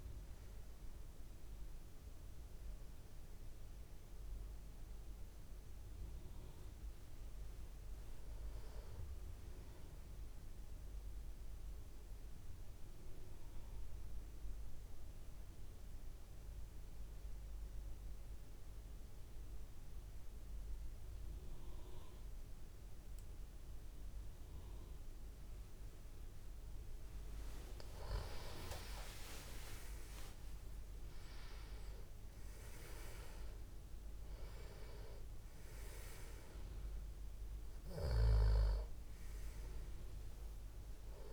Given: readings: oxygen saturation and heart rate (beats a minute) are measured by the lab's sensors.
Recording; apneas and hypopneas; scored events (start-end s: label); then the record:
breathing in sleep by a room microphone; 1
0.00-14.00 s: oxygen desaturation (device-marked, oxygen 96% before, 92% lowest)
0.00-14.00 s: tachycardia (device-marked, heart rate 32 before, 143 extreme)
13.00-27.00 s: obstructive apnea (oxygen 96% before, 90% lowest)
28.00-41.33 s: oxygen desaturation (device-marked, oxygen 97% before, 90% lowest, heart rate 82 before, 118 extreme)
28.50-32.00 s: arousal
30.00-41.33 s: tachycardia (device-marked, heart rate 35 before, 214 extreme)
From the record:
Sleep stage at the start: N2 (light sleep); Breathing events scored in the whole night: 298 in 4.2 hours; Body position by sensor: on the back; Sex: male